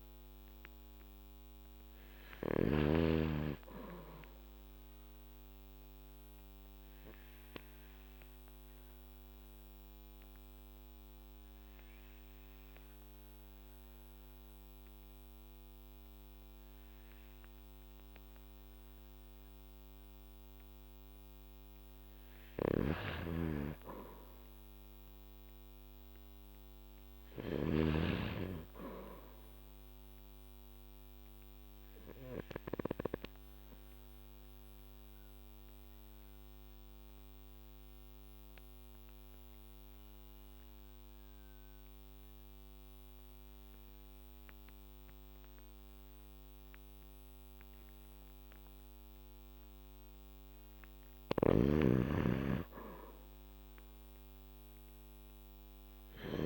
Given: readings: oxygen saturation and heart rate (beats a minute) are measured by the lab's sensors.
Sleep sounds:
breathing in sleep by a microphone on the trachea; 2
0.00-2.00 s: oxygen desaturation (device-marked, oxygen 95% lowest, heart rate 52 extreme)
0.00-2.50 s: snoring (device-marked)
0.00-3.00 s: arousal
6.50-21.00 s: obstructive apnea (oxygen 99% before, 92% lowest, heart rate 52 before, 49 extreme, up 5 after)
21.00-32.00 s: oxygen desaturation (device-marked, oxygen 96% before, 93% lowest, heart rate 54 before, 49 extreme)
22.50-28.00 s: snoring (device-marked)
23.50-27.00 s: arousal
31.00-49.50 s: obstructive apnea (oxygen 97% before, 92% lowest, heart rate 54 before, 49 extreme, up 11 after)
47.00-54.00 s: oxygen desaturation (device-marked, oxygen 96% before, 92% lowest, heart rate 53 before, 50 extreme)
51.00-56.45 s: snoring (device-marked)
52.00-56.00 s: arousal
From the record:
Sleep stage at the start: N2 (light sleep); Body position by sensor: on the back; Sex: male

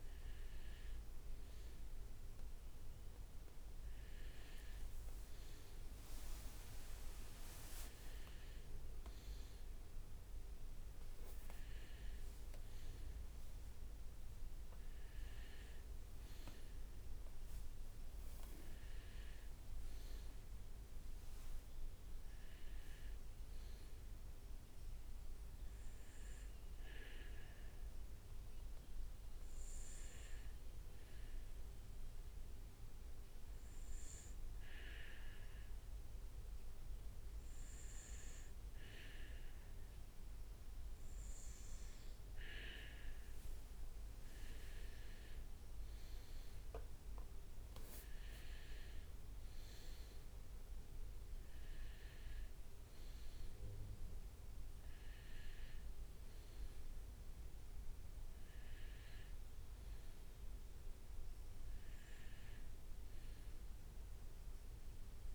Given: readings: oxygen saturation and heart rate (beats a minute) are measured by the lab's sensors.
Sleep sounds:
a person partly awake in a sleep study, hard to hear, by a room microphone; none
3.00-63.00 s: new sleep stage, N1 (lightest sleep)
4.50-10.50 s: leg movement (device-marked)
21.00-23.50 s: leg movement (device-marked)
44.00-47.00 s: leg movement (device-marked)
63.00-65.35 s: new sleep stage, N2 (light sleep)
From the record:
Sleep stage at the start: awake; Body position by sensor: on the right side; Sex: male

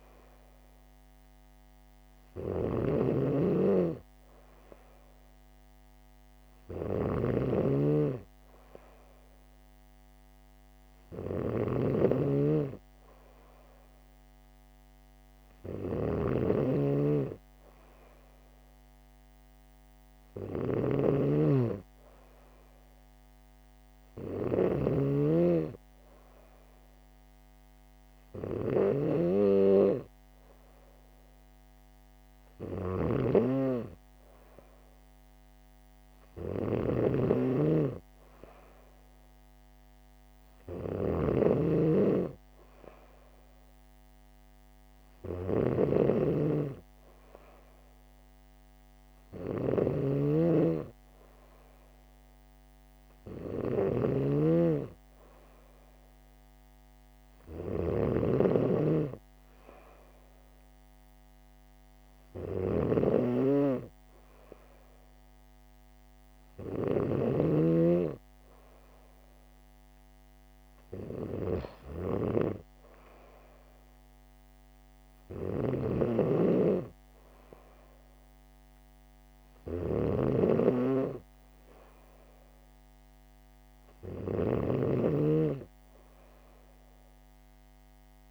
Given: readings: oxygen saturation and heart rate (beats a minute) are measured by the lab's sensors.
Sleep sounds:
breathing in sleep by a microphone on the trachea; none
0.00-88.31 s: snoring (device-marked)
From the record:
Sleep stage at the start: N3 (deep sleep); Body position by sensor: on the back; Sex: female

